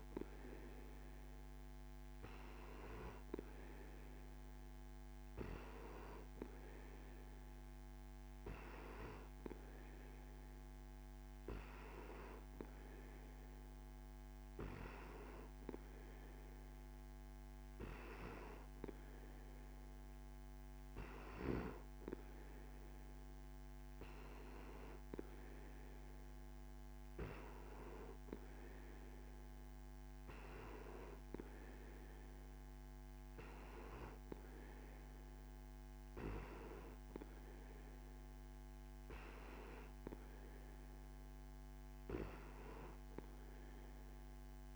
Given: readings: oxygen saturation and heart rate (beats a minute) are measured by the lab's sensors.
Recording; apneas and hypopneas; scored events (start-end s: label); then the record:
breathing in sleep by a microphone on the trachea; none
none scored
From the record:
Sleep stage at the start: N2 (light sleep); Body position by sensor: on the back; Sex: male